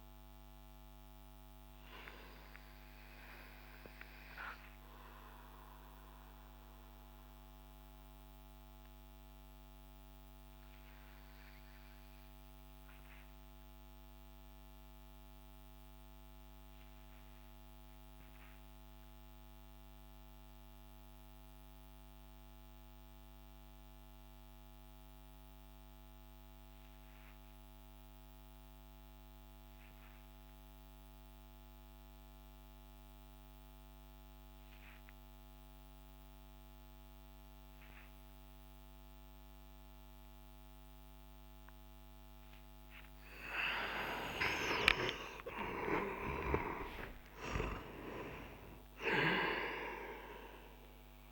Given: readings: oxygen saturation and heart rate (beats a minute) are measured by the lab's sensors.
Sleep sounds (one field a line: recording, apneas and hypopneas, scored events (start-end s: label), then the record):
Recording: breathing in sleep by a microphone on the trachea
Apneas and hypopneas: 1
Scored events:
0.00-3.50 s: oxygen desaturation (device-marked, oxygen 93% lowest)
1.50-43.50 s: mixed apnea (oxygen 97% before, 90% lowest)
8.50-21.50 s: oxygen desaturation (device-marked, oxygen 95% before, 90% lowest)
44.00-47.50 s: arousal
46.50-51.32 s: oxygen desaturation (device-marked, oxygen 96% before, 90% lowest)
From the record:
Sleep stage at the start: N2 (light sleep)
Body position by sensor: on the back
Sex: male